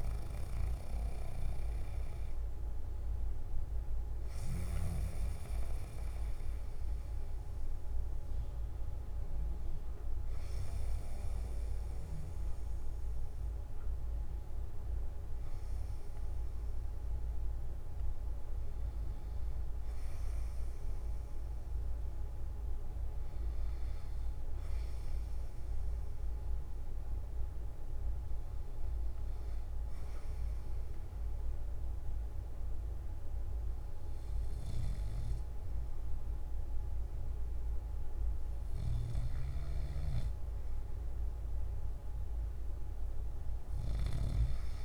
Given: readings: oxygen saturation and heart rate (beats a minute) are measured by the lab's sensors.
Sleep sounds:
breathing in sleep, hard to hear, by a room microphone; none
0.00-5.00 s: snoring (device-marked)
24.50-44.85 s: new sleep stage, N3 (deep sleep)
From the record:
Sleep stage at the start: N2 (light sleep); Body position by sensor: on the back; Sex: male

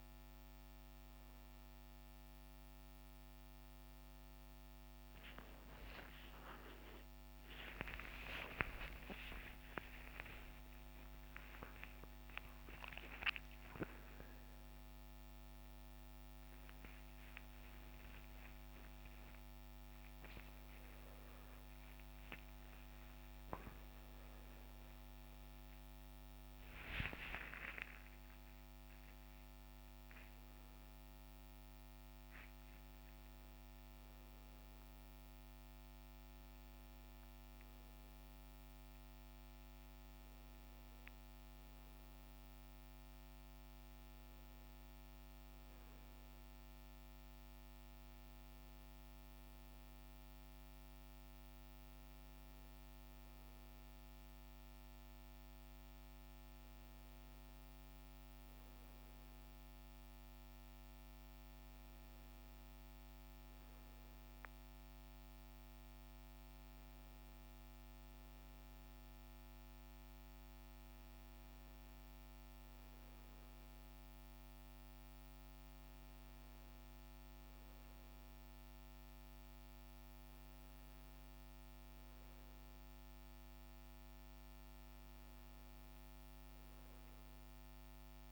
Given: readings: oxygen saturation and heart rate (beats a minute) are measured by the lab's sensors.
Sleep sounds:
a person partly awake in a sleep study, by a microphone on the trachea; none
6.00-36.00 s: new sleep stage, awake
36.00-88.31 s: new sleep stage, N1 (lightest sleep)
From the record:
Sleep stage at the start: N2 (light sleep); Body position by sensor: on the right side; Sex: male

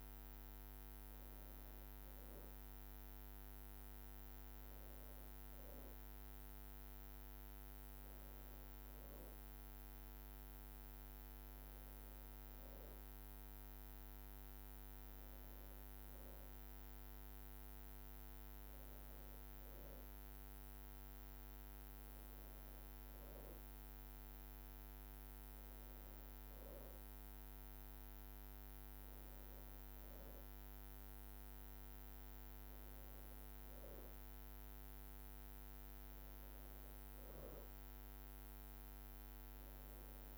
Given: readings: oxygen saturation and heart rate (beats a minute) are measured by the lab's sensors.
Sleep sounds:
breathing in sleep, hard to hear, by a microphone on the trachea; none
none scored
From the record:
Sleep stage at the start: N2 (light sleep); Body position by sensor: on the back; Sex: female

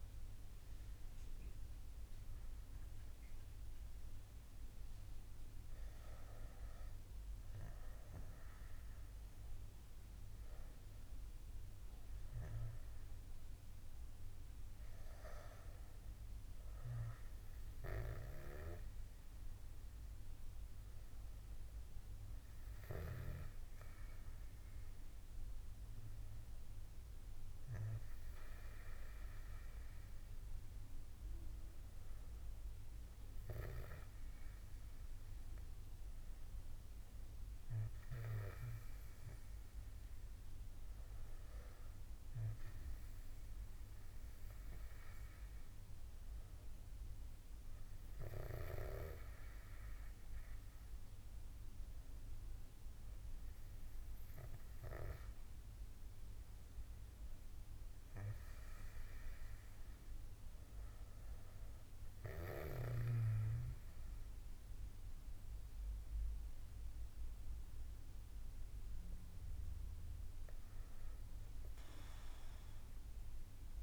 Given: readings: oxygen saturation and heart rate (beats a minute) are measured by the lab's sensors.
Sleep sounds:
a person partly awake in a sleep study, by a room microphone; none
12.00-73.83 s: new sleep stage, N2 (light sleep)
From the record:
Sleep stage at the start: awake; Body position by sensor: on the back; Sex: male

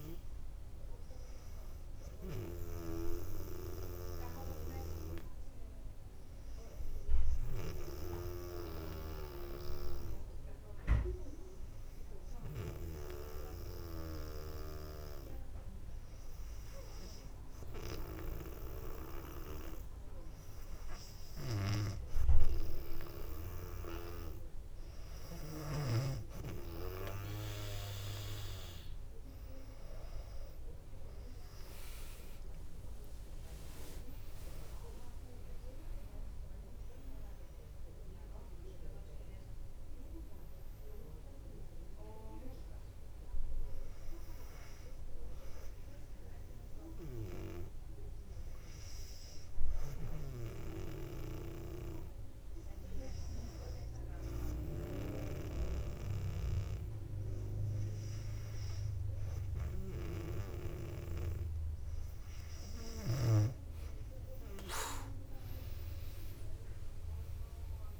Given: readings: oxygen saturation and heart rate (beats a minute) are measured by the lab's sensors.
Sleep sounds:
breathing in sleep by a room microphone; 2
4.50-23.50 s: hypopnea (oxygen 97% before, 97% lowest, heart rate 65 before, 61 extreme, up 1 after)
32.50-38.00 s: arousal
48.50-61.00 s: hypopnea (oxygen 99% before, 97% lowest, heart rate 65 before, 58 extreme, up 4 after)
64.50-68.00 s: arousal
From the record:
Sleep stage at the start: N2 (light sleep); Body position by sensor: on the back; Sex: female

